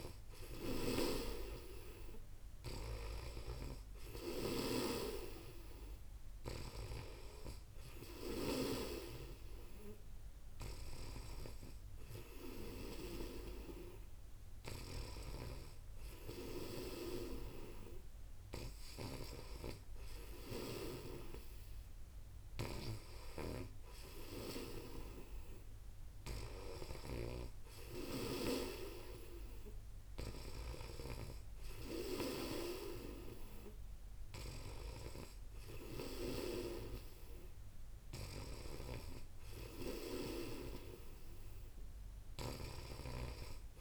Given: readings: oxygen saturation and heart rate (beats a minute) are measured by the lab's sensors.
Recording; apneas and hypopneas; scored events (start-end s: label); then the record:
breathing in sleep by a room microphone; none
14.50-43.81 s: snoring (device-marked)
From the record:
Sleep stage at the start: N2 (light sleep); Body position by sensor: on the back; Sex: female